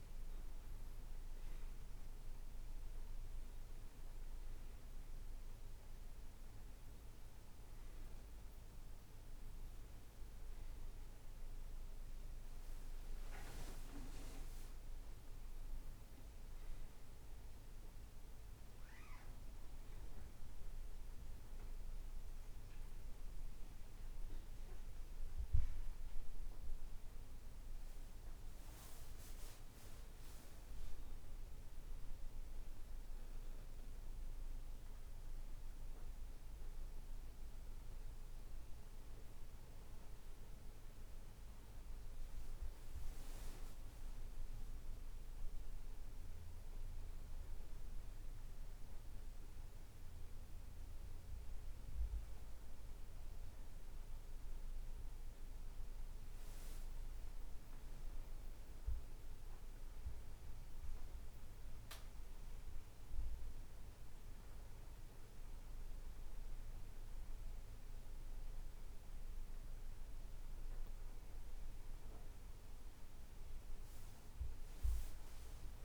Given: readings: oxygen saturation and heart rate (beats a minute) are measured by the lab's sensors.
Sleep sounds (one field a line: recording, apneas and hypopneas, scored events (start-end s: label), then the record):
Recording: a person awake in a sleep study, hard to hear, by a room microphone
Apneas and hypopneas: none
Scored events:
43.00-75.85 s: new sleep stage, N1 (lightest sleep)
From the record:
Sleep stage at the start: awake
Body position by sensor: on the back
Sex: male